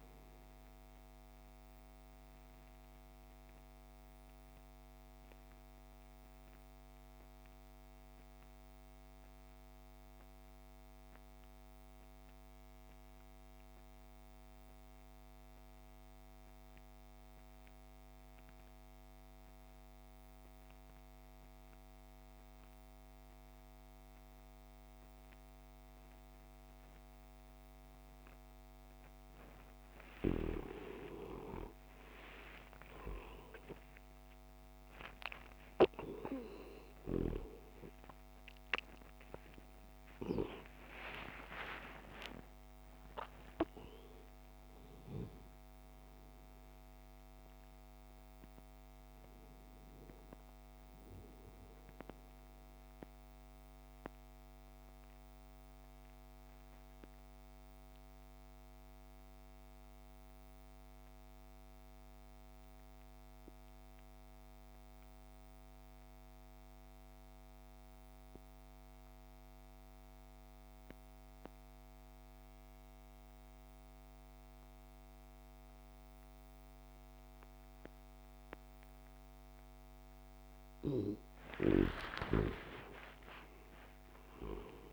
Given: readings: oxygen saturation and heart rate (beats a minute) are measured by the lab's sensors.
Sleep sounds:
breathing in sleep by a microphone on the trachea; 2
0.00-16.50 s: oxygen desaturation (device-marked, oxygen 85% lowest)
2.50-29.00 s: mixed apnea (oxygen 99% before, 82% lowest)
27.50-56.50 s: oxygen desaturation (device-marked, oxygen 99% before, 82% lowest)
30.50-36.00 s: arousal
53.00-80.00 s: mixed apnea (oxygen 98% before, 86% lowest)
79.50-84.93 s: oxygen desaturation (device-marked, oxygen 99% before, 86% lowest)
82.50-84.93 s: arousal
From the record:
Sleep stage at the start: N2 (light sleep); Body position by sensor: on the back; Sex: male

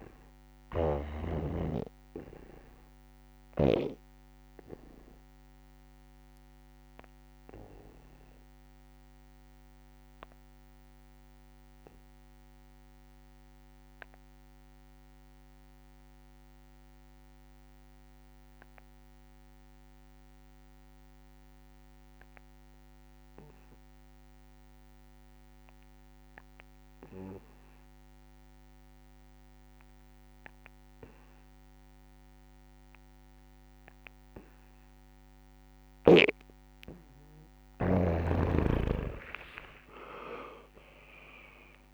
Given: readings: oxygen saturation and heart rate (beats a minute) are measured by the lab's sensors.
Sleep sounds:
breathing in sleep by a microphone on the trachea; 1
0.00-15.50 s: oxygen desaturation (device-marked, oxygen 87% lowest, heart rate 67 extreme)
2.00-36.50 s: obstructive apnea (oxygen 99% before, 81% lowest, heart rate 86 before, 67 extreme, up 7 after)
30.50-41.94 s: oxygen desaturation (device-marked, oxygen 99% before, 81% lowest, heart rate 69 before, 62 extreme)
38.00-41.94 s: snoring (device-marked)
39.50-41.94 s: arousal
From the record:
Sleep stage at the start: N2 (light sleep); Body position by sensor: on the back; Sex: male

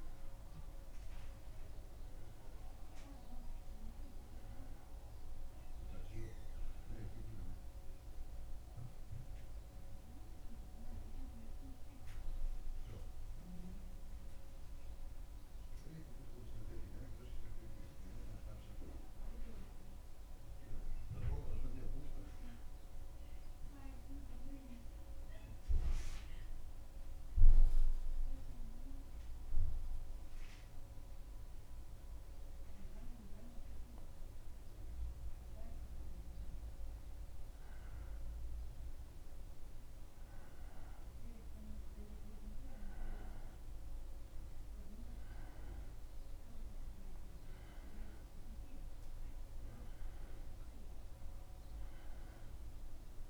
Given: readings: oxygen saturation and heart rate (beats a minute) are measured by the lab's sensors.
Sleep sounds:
breathing in sleep by a room microphone; 1
13.00-35.00 s: obstructive apnea (oxygen 96% before, 95% lowest, heart rate 78 before, 77 extreme, up 0 after)
37.50-43.00 s: arousal
From the record:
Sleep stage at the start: N1 (lightest sleep); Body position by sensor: on the back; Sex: male

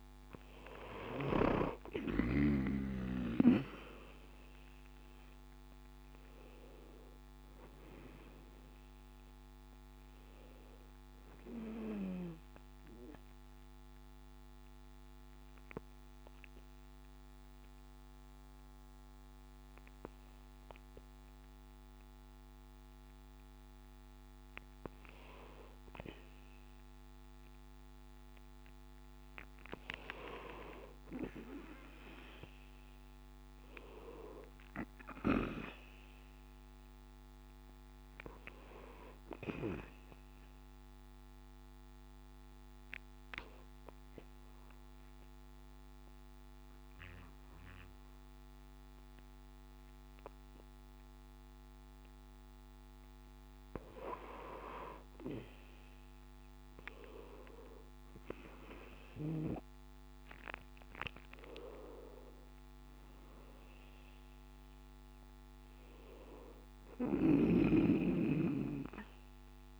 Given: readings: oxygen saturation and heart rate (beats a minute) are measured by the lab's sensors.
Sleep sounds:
breathing in sleep by a microphone on the trachea; 2
3.50-8.00 s: arousal
12.50-23.00 s: obstructive apnea (oxygen 96% before, 95% lowest, heart rate 70 before, 65 extreme, up 4 after)
31.50-36.00 s: arousal
41.00-53.00 s: obstructive apnea (oxygen 97% before, 95% lowest, heart rate 69 before, 66 extreme, up 3 after)
55.50-59.50 s: arousal
From the record:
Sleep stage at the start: N2 (light sleep); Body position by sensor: on the back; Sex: male

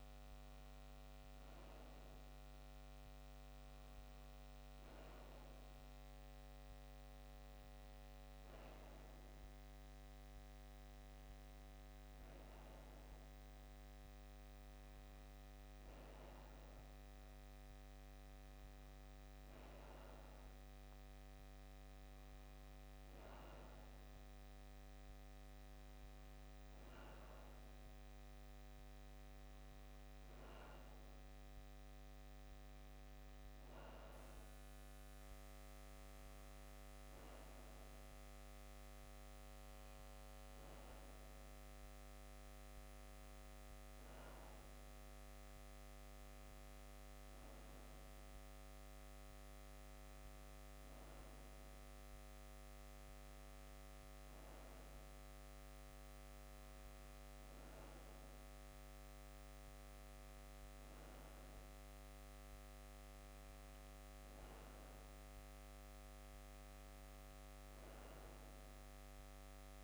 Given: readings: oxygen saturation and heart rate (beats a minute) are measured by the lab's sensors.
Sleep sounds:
breathing in sleep, hard to hear, by a microphone on the trachea; none
none scored
From the record:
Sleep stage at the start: N2 (light sleep); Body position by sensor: on the left side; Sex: male

